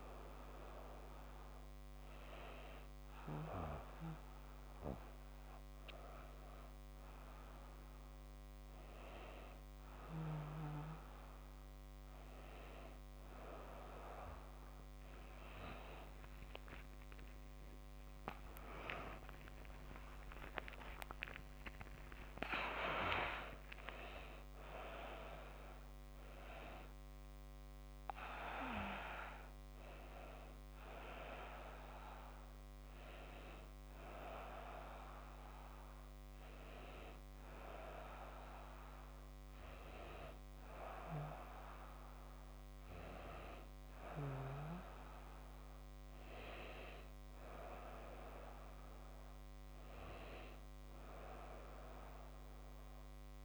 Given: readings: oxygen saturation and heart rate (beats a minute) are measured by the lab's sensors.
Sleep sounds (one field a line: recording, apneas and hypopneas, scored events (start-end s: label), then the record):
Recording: breathing in sleep by a microphone on the trachea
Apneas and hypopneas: none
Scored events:
15.50-20.50 s: arousal
52.00-53.45 s: new sleep stage, awake
From the record:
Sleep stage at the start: N1 (lightest sleep)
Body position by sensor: on the back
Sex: female